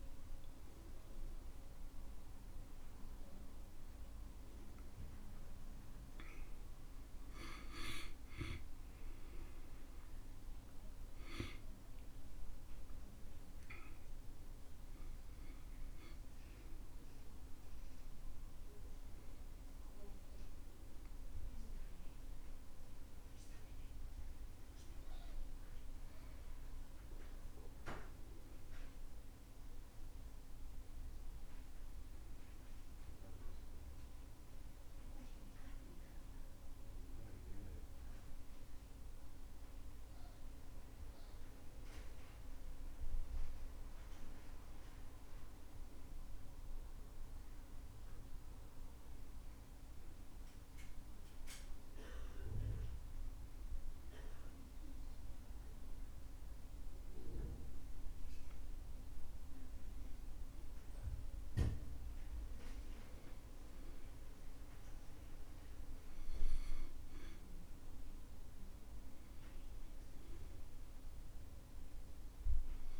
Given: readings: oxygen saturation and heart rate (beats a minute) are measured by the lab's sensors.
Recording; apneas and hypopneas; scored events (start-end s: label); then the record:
breathing in sleep, hard to hear, by a room microphone; 1
0.00-16.00 s: oxygen desaturation (device-marked, oxygen 91% lowest, heart rate 64 extreme)
47.00-50.50 s: arousal
54.00-64.00 s: obstructive apnea (oxygen 96% before, 91% lowest, heart rate 66 before, 66 extreme, up 4 after)
66.00-69.00 s: arousal
68.00-73.00 s: oxygen desaturation (device-marked, oxygen 95% before, 91% lowest, heart rate 68 before, 65 extreme)
From the record:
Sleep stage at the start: N2 (light sleep); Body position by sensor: on the back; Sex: male